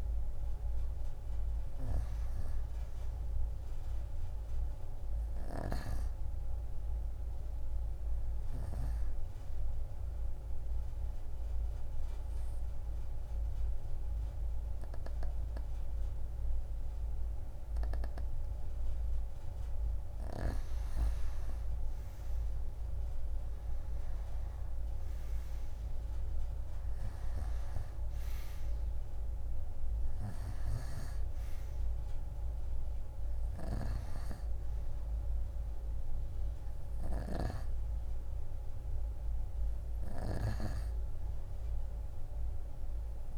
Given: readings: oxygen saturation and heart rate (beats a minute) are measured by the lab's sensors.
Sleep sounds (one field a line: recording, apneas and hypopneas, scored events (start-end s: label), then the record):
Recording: breathing in sleep by a room microphone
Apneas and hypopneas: 1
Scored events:
10.00-20.00 s: obstructive apnea (oxygen 93% before, 89% lowest)
25.50-29.50 s: arousal
26.00-42.00 s: oxygen desaturation (device-marked, oxygen 98% before, 91% lowest)
From the record:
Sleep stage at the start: N2 (light sleep)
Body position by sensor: on the right side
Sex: female